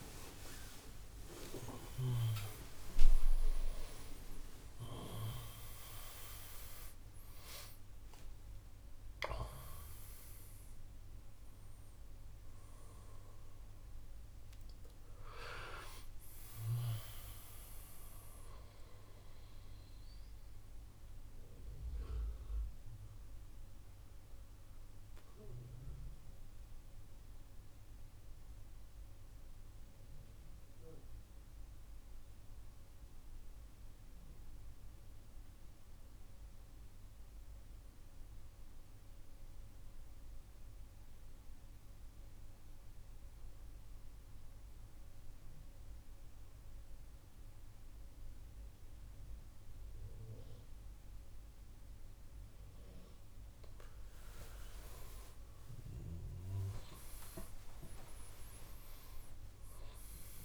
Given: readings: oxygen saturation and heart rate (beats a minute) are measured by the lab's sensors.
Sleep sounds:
a person partly awake in a sleep study, by a room microphone; 1
0.00-21.00 s: oxygen desaturation (device-marked, oxygen 89% lowest, heart rate 60 extreme)
17.00-60.45 s: new sleep stage, N2 (light sleep)
19.50-54.00 s: mixed apnea (oxygen 97% before, 90% lowest, heart rate 113 before, 56 extreme, up 43 after)
48.00-60.45 s: oxygen desaturation (device-marked, oxygen 99% before, 91% lowest, heart rate 62 before, 58 extreme)
55.50-60.45 s: arousal
From the record:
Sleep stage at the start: awake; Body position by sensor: on the right side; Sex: male

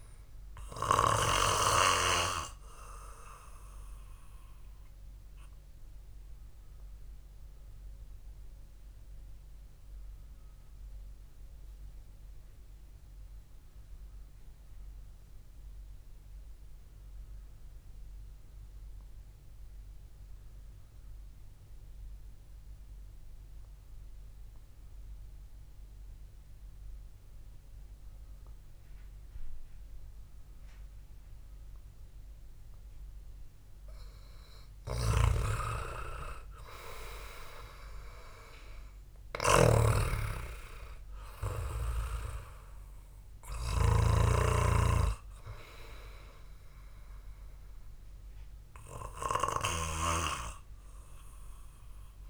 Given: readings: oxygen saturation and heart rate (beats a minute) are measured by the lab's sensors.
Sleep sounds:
breathing in sleep by a room microphone; 1
0.00-9.50 s: oxygen desaturation (device-marked, oxygen 92% lowest, heart rate 62 extreme)
6.50-34.50 s: obstructive apnea (oxygen 99% before, 90% lowest, heart rate 64 before, 54 extreme)
18.50-25.50 s: oxygen desaturation (device-marked, oxygen 94% before, 90% lowest, heart rate 65 before, 54 extreme)
35.50-44.50 s: snoring (device-marked)
36.50-39.50 s: arousal
From the record:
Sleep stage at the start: N2 (light sleep); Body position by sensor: on the back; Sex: male

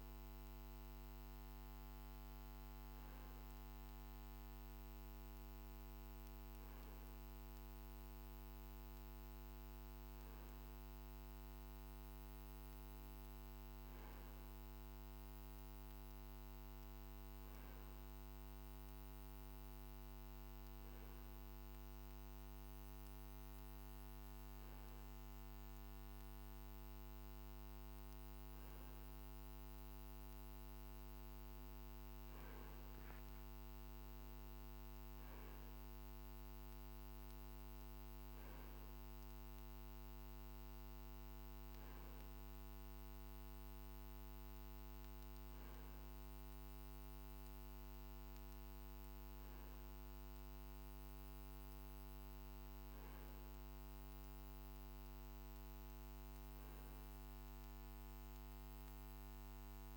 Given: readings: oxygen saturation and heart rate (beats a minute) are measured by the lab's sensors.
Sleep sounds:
breathing in sleep, hard to hear, by a microphone on the trachea; none
none scored
From the record:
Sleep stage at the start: N2 (light sleep); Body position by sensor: on the right side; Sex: male

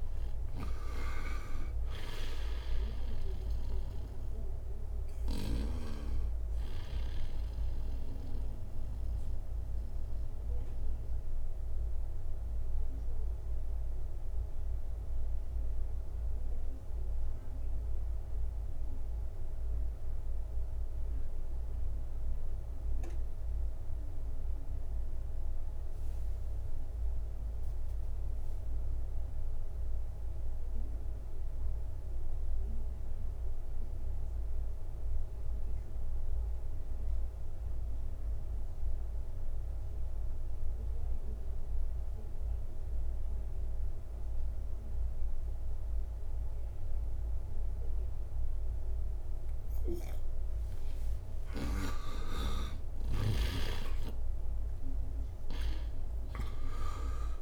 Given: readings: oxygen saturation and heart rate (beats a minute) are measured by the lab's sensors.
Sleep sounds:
breathing in sleep by a room microphone; 1
0.00-28.00 s: oxygen desaturation (device-marked, oxygen 78% lowest, heart rate 59 extreme)
8.50-50.50 s: obstructive apnea (oxygen 96% before, 78% lowest, heart rate 67 before, 59 extreme, up 37 after)
46.00-57.42 s: oxygen desaturation (device-marked, oxygen 98% before, 79% lowest, heart rate 61 before, 61 extreme)
52.00-57.42 s: snoring (device-marked)
52.50-56.50 s: arousal
From the record:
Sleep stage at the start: N2 (light sleep); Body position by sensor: on the right side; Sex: male

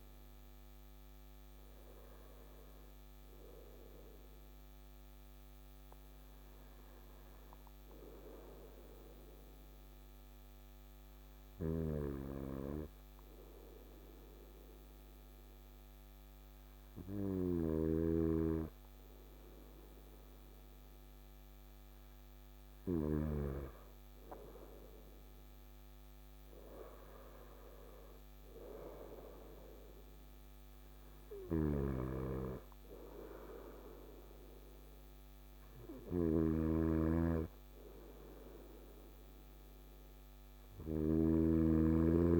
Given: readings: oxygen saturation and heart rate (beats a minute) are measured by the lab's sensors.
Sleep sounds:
breathing in sleep by a microphone on the trachea; 1
0.50-4.50 s: arousal
7.00-22.00 s: obstructive apnea (oxygen 96% before, 96% lowest, heart rate 65 before, 57 extreme, up 4 after)
11.00-17.50 s: snoring (device-marked)
24.50-28.00 s: arousal
35.50-41.00 s: snoring (device-marked)
From the record:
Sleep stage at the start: N2 (light sleep); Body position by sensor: on the right side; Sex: male

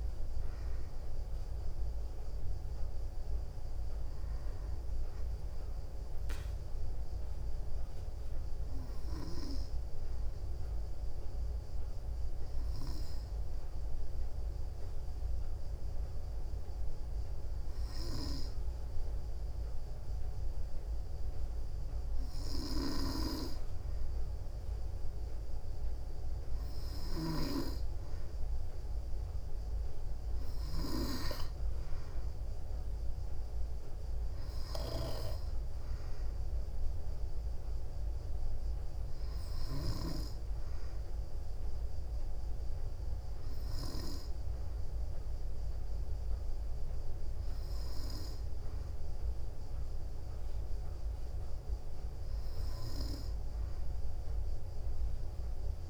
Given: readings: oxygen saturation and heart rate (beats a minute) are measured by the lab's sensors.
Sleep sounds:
breathing in sleep by a room microphone; 1
5.50-24.00 s: obstructive apnea (oxygen 93% before, 91% lowest, heart rate 61 before, 59 extreme, up 2 after)
26.50-30.00 s: arousal
From the record:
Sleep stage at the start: N2 (light sleep); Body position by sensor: on the back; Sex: female

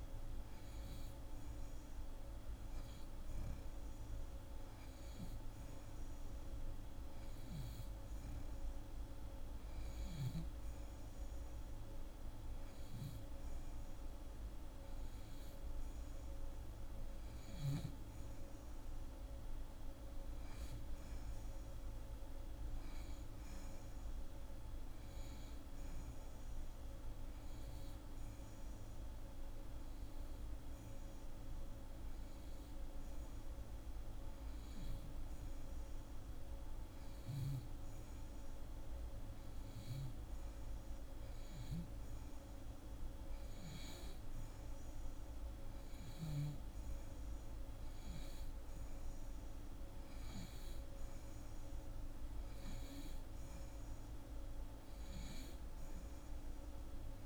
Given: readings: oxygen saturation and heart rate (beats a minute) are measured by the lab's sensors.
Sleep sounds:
breathing in sleep, hard to hear, by a room microphone; none
none scored
From the record:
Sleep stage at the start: N2 (light sleep); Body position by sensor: on the back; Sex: female

